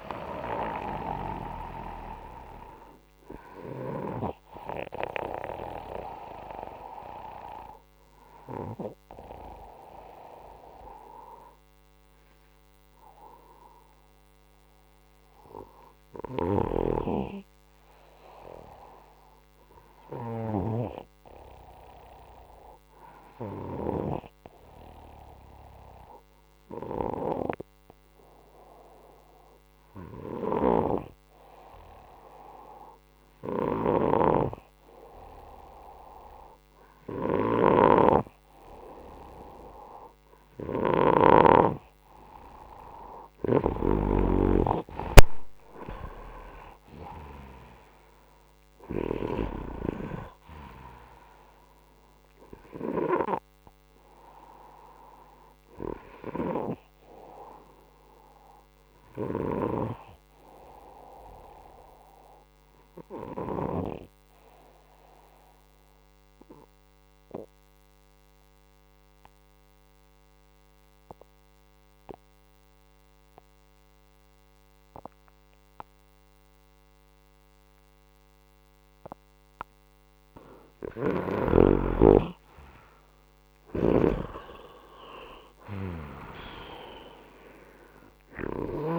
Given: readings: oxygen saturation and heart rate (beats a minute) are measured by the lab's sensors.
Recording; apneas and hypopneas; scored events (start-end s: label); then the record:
breathing in sleep by a microphone on the trachea; 2
0.00-22.00 s: oxygen desaturation (device-marked, oxygen 92% lowest, heart rate 61 extreme)
18.50-33.00 s: hypopnea (oxygen 97% before, 92% lowest, heart rate 70 before, 61 extreme, up 3 after)
37.00-41.00 s: snoring (device-marked)
38.00-62.00 s: oxygen desaturation (device-marked, oxygen 99% before, 92% lowest, heart rate 73 before, 64 extreme)
41.00-45.50 s: arousal
65.00-80.00 s: obstructive apnea (oxygen 98% before, 91% lowest, heart rate 71 before, 65 extreme, up 16 after)
81.50-84.50 s: arousal
83.00-88.99 s: oxygen desaturation (device-marked, oxygen 98% before, 92% lowest, heart rate 65 before, 63 extreme)
From the record:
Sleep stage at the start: N2 (light sleep); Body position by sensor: upright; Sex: male